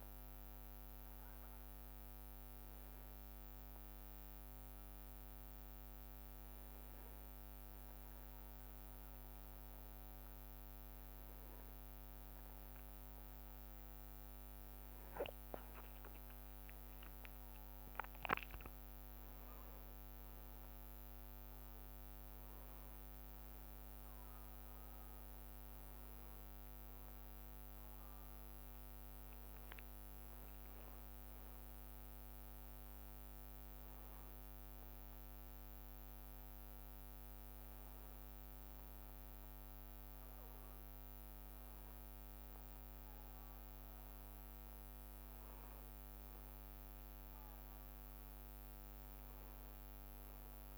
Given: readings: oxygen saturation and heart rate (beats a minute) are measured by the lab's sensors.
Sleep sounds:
a person awake in a sleep study, hard to hear, by a microphone on the trachea; none
6.50-10.00 s: leg movement (device-marked)
17.50-23.00 s: leg movement (device-marked)
38.50-43.00 s: leg movement (device-marked)
From the record:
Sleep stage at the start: awake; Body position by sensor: on the back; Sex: male

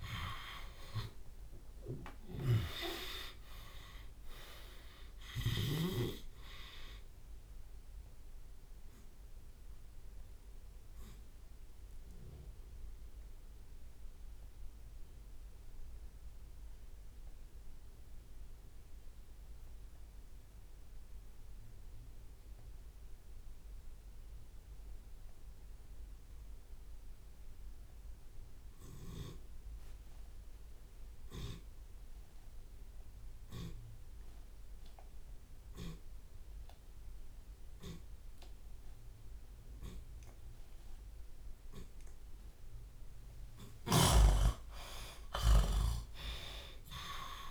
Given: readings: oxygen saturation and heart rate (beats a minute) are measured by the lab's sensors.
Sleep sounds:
breathing in sleep by a room microphone; 1
0.00-1.50 s: arousal
0.00-6.00 s: snoring (device-marked)
8.00-40.00 s: obstructive apnea (oxygen 97% before, 79% lowest)
26.00-35.00 s: oxygen desaturation (device-marked, oxygen 98% before, 92% lowest)
39.00-41.00 s: long interval between heartbeats (device-marked)
41.50-46.00 s: arousal
44.00-47.50 s: snoring (device-marked)
45.00-47.00 s: long interval between heartbeats (device-marked)
From the record:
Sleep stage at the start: N2 (light sleep); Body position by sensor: on the left side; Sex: male

